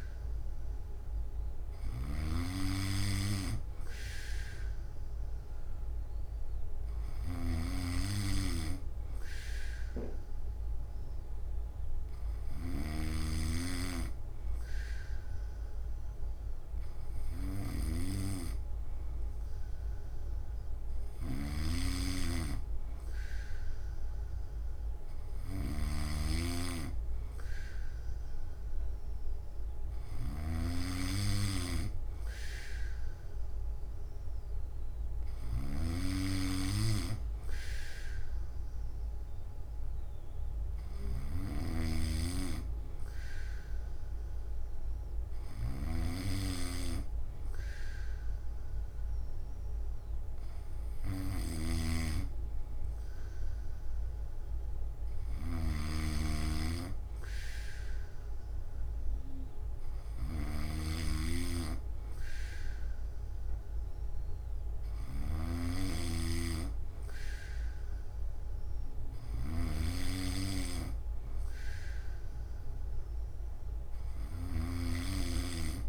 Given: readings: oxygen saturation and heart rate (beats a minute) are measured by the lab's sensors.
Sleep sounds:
breathing in sleep by a room microphone; none
0.00-75.89 s: snoring (device-marked)
From the record:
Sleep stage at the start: N1 (lightest sleep); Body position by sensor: on the back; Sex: male

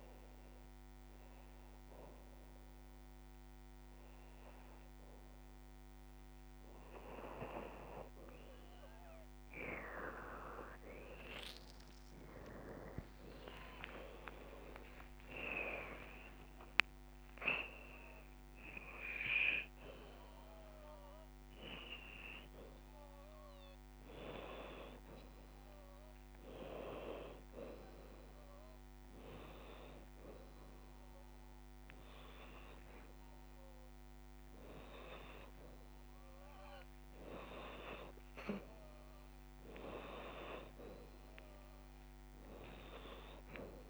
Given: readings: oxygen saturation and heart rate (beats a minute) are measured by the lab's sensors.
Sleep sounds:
breathing in sleep by a microphone on the trachea; none
0.00-4.50 s: oxygen desaturation (device-marked, oxygen 87% lowest, heart rate 84 extreme)
13.50-24.50 s: oxygen desaturation (device-marked, oxygen 93% before, 87% lowest, heart rate 94 before, 86 extreme)
15.00-19.50 s: arousal
From the record:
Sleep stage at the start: N2 (light sleep); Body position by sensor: on the back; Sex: female

